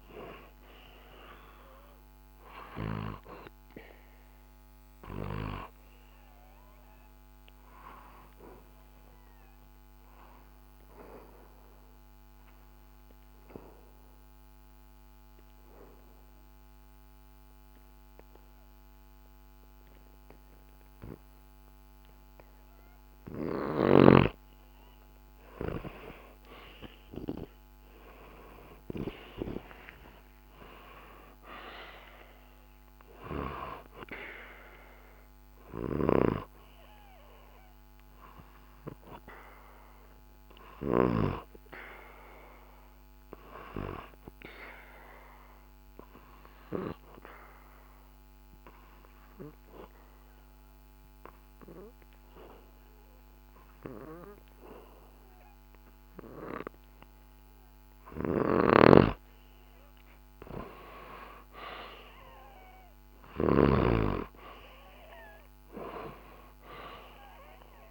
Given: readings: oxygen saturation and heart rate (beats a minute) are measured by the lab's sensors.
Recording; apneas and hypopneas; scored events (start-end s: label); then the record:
breathing in sleep by a microphone on the trachea; 2
1.00-18.00 s: oxygen desaturation (device-marked, oxygen 98% before, 90% lowest, heart rate 65 before, 65 extreme)
3.00-24.50 s: obstructive apnea (oxygen 98% before, 90% lowest, heart rate 65 before, 65 extreme, up 9 after)
26.50-30.50 s: arousal
32.00-51.00 s: oxygen desaturation (device-marked, oxygen 98% before, 90% lowest, heart rate 68 before, 65 extreme)
35.00-59.50 s: obstructive apnea (oxygen 98% before, 90% lowest, heart rate 69 before, 65 extreme, up 0 after)
58.50-67.91 s: snoring (device-marked)
61.00-66.00 s: arousal
From the record:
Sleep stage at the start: N2 (light sleep); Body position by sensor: on the back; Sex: male